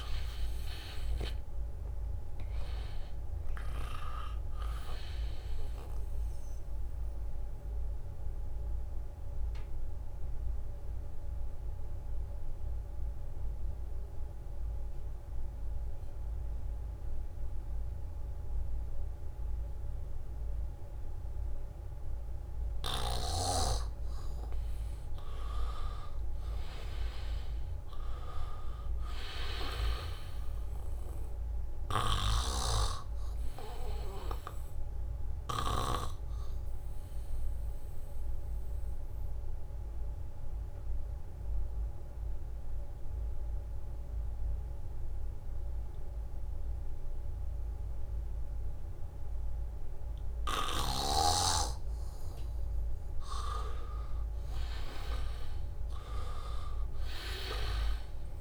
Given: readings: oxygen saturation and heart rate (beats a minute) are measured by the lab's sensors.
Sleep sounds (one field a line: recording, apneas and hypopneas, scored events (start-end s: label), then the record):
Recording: breathing in sleep by a room microphone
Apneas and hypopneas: 2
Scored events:
0.00-13.00 s: oxygen desaturation (device-marked, oxygen 83% lowest, heart rate 75 extreme)
7.50-23.00 s: obstructive apnea (oxygen 98% before, 83% lowest, heart rate 78 before, 75 extreme, up 0 after)
27.00-31.00 s: arousal
27.00-46.00 s: oxygen desaturation (device-marked, oxygen 98% before, 84% lowest, heart rate 79 before, 75 extreme)
32.50-36.50 s: snoring (device-marked)
37.00-52.00 s: obstructive apnea (oxygen 98% before, 83% lowest, heart rate 77 before, 75 extreme, up 0 after)
54.00-58.41 s: oxygen desaturation (device-marked, oxygen 98% before, 83% lowest, heart rate 79 before, 75 extreme)
54.50-58.41 s: arousal
From the record:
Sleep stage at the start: N2 (light sleep)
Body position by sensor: on the back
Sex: male